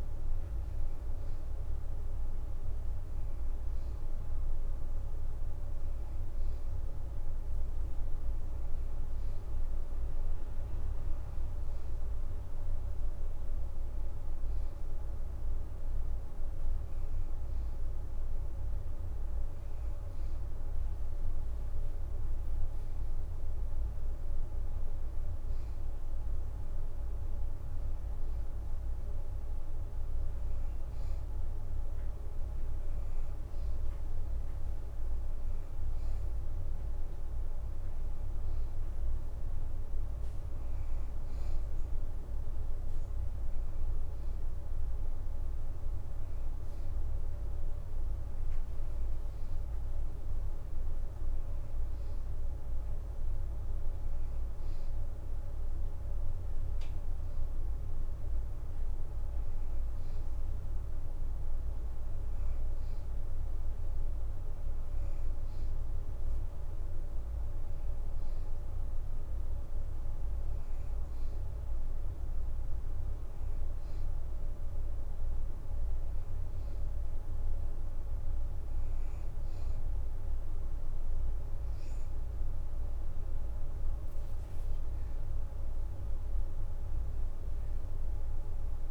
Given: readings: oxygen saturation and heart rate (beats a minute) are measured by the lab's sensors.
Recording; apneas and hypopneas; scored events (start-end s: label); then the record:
breathing in sleep, hard to hear, by a room microphone; none
30.00-32.50 s: leg movement (device-marked)
From the record:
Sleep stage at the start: N2 (light sleep); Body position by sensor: on the right side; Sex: female